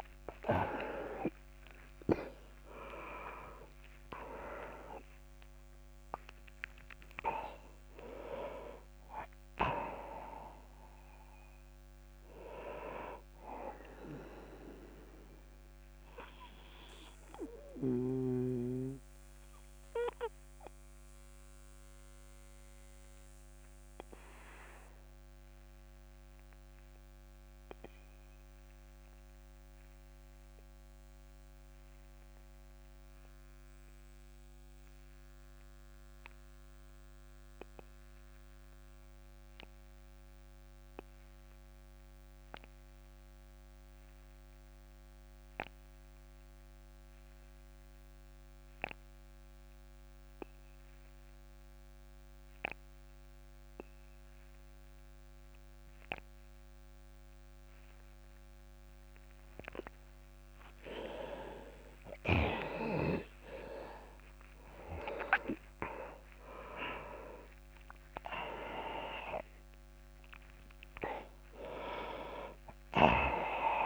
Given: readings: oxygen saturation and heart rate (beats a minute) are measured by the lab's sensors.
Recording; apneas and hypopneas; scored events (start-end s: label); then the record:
breathing in sleep by a microphone on the trachea; 1
0.00-30.50 s: oxygen desaturation (device-marked, oxygen 83% lowest)
0.50-6.50 s: arousal
17.00-60.00 s: obstructive apnea (oxygen 97% before, 81% lowest)
50.50-73.86 s: oxygen desaturation (device-marked, oxygen 99% before, 81% lowest)
64.00-70.00 s: arousal
From the record:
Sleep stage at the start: N2 (light sleep); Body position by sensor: on the back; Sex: male